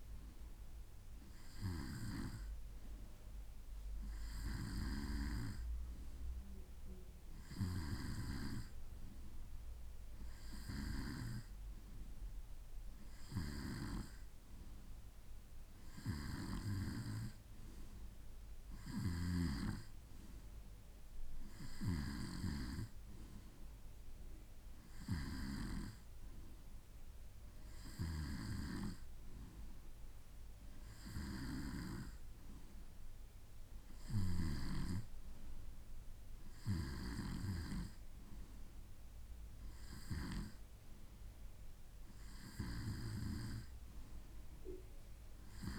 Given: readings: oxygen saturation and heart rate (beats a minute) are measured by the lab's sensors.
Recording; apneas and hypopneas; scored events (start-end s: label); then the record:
breathing in sleep by a room microphone; none
none scored
From the record:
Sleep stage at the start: N2 (light sleep); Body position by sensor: on the right side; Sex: male